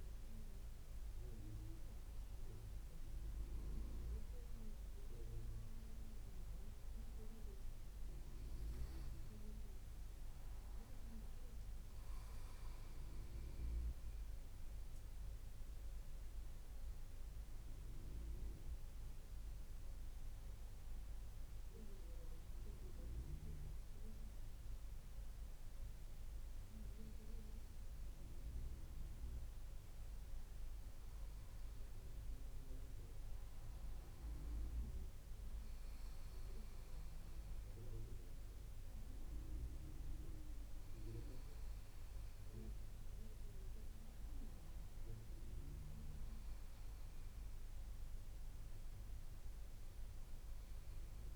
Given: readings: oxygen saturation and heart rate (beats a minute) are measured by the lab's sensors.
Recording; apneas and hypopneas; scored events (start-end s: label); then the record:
breathing in sleep by a room microphone; none
none scored
From the record:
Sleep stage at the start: N2 (light sleep); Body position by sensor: on the back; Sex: male